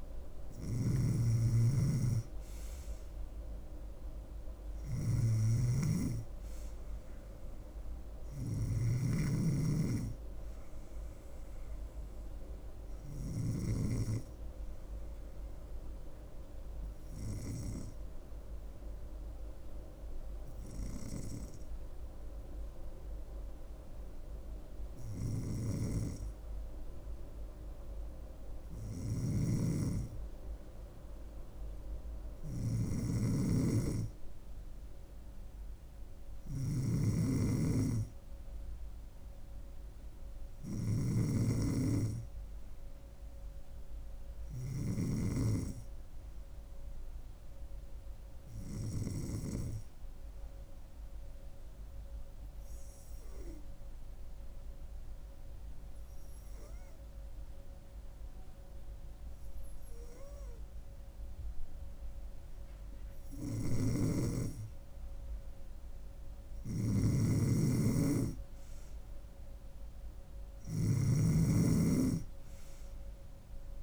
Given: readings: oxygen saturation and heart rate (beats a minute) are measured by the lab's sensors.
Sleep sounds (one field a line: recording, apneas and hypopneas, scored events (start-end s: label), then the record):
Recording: breathing in sleep by a room microphone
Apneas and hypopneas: 2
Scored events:
0.50-13.50 s: snoring (device-marked)
14.00-25.50 s: hypopnea (oxygen 97% before, 92% lowest, heart rate 72 before, 68 extreme, up 3 after)
29.00-45.00 s: snoring (device-marked)
29.50-33.00 s: arousal
51.00-63.00 s: hypopnea (oxygen 96% before, 92% lowest, heart rate 71 before, 68 extreme, up 2 after)
63.50-73.82 s: snoring (device-marked)
65.00-69.00 s: arousal
68.00-73.82 s: oxygen desaturation (device-marked, oxygen 95% before, 92% lowest, heart rate 70 before, 68 extreme)
From the record:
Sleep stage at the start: N2 (light sleep)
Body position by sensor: on the back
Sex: female